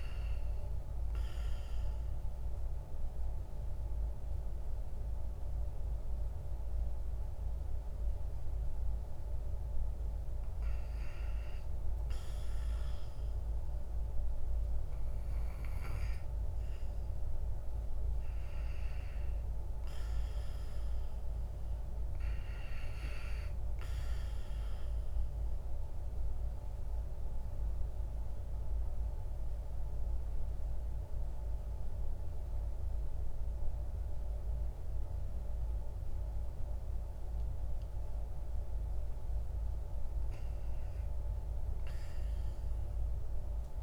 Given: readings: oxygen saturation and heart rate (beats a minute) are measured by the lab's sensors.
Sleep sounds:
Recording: breathing in sleep, hard to hear, by a room microphone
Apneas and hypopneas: 2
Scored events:
1.50-11.50 s: obstructive apnea (oxygen 98% before, 95% lowest, heart rate 57 before, 57 extreme, up 5 after)
15.50-19.50 s: arousal
25.00-39.50 s: obstructive apnea (oxygen 98% before, 94% lowest, heart rate 60 before, 59 extreme, up 4 after)
From the record:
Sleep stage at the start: REM sleep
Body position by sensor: on the back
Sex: male

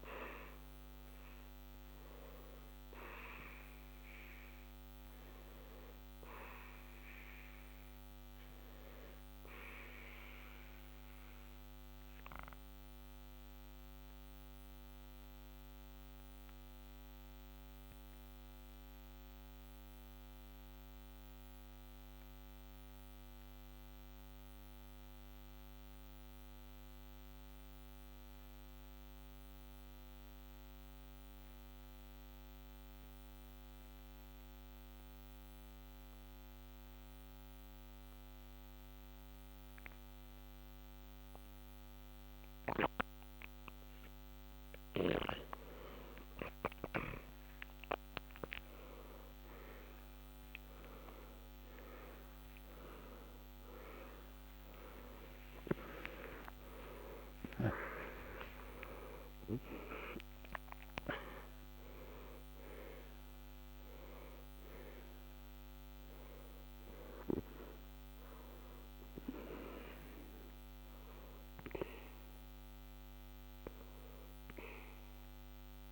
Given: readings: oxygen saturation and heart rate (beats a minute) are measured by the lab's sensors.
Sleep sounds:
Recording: breathing in sleep by a microphone on the trachea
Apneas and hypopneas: 1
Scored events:
4.00-22.00 s: oxygen desaturation (device-marked, oxygen 90% before, 84% lowest, heart rate 60 before, 60 extreme)
8.50-43.50 s: mixed apnea (oxygen 92% before, 83% lowest, heart rate 60 before, 60 extreme, up 0 after)
49.50-54.50 s: arousal
73.00-75.92 s: oxygen desaturation (device-marked, oxygen 92% before, 83% lowest, heart rate 67 before, 60 extreme)
From the record:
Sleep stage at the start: N2 (light sleep)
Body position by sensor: on the back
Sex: male

